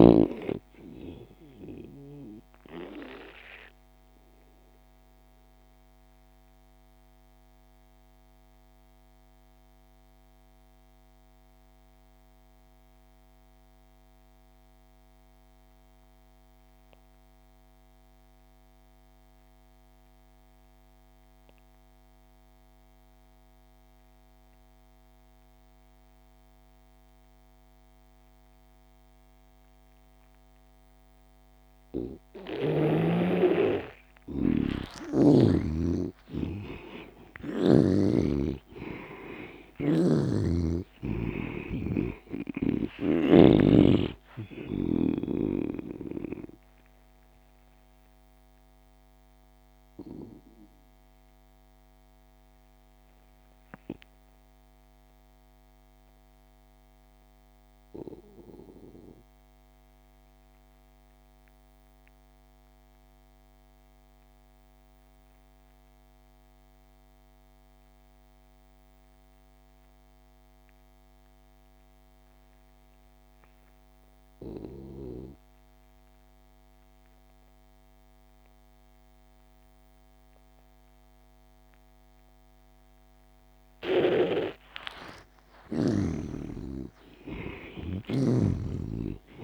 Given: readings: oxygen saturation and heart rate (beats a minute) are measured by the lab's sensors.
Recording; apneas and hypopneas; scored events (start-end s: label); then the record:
breathing in sleep by a microphone on the trachea; 2
0.00-12.00 s: oxygen desaturation (device-marked, oxygen 82% lowest)
3.00-34.50 s: obstructive apnea (oxygen 98% before, 80% lowest)
26.00-60.00 s: oxygen desaturation (device-marked, oxygen 98% before, 80% lowest)
35.50-40.00 s: arousal
40.00-43.50 s: snoring (device-marked)
45.50-83.50 s: obstructive apnea (oxygen 98% before, 75% lowest)
71.00-89.44 s: oxygen desaturation (device-marked, oxygen 99% before, 75% lowest)
85.00-89.00 s: arousal
86.50-89.44 s: snoring (device-marked)
From the record:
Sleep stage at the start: N2 (light sleep); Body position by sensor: on the back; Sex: male